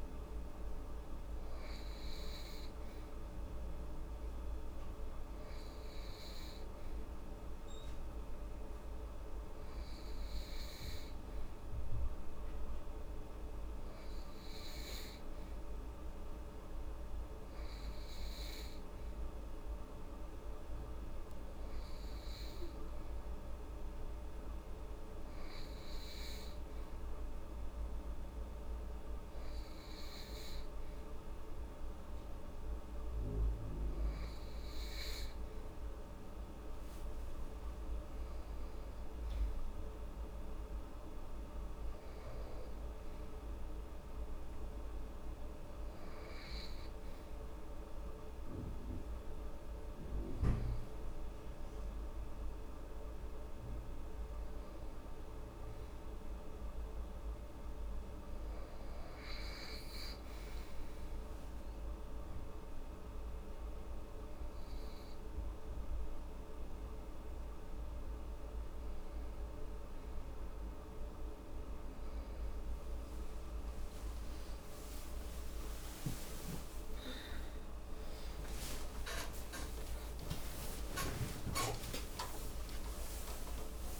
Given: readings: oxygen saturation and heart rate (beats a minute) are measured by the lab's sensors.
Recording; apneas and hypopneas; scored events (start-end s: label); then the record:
a person partly awake in a sleep study, hard to hear, by a room microphone; none
61.00-84.00 s: new sleep stage, awake
From the record:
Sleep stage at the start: N3 (deep sleep); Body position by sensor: upright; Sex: female